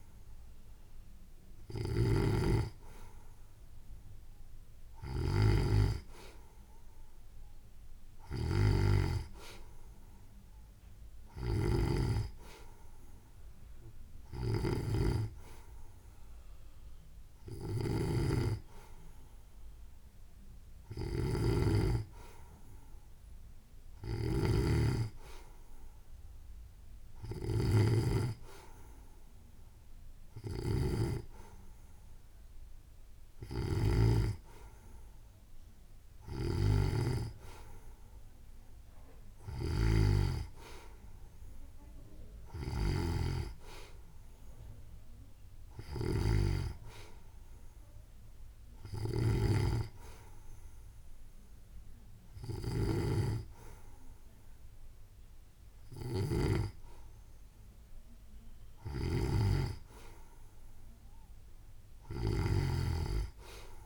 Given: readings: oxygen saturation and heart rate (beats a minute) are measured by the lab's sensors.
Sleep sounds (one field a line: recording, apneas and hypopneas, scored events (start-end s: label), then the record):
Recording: breathing in sleep by a room microphone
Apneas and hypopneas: none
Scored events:
none scored
From the record:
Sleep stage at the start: N2 (light sleep)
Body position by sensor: on the right side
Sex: female